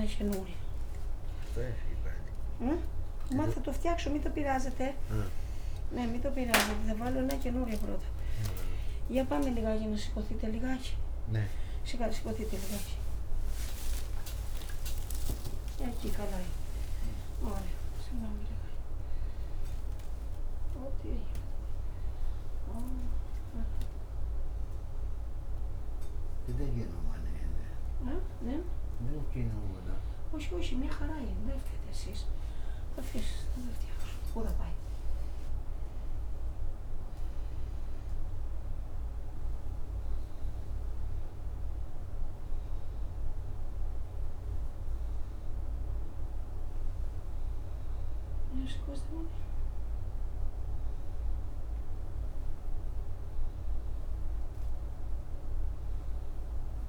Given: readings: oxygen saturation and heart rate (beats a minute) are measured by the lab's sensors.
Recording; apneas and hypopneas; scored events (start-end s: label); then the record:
a person awake in a sleep study, by a room microphone; none
none scored
From the record:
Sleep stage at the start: awake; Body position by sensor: upright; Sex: male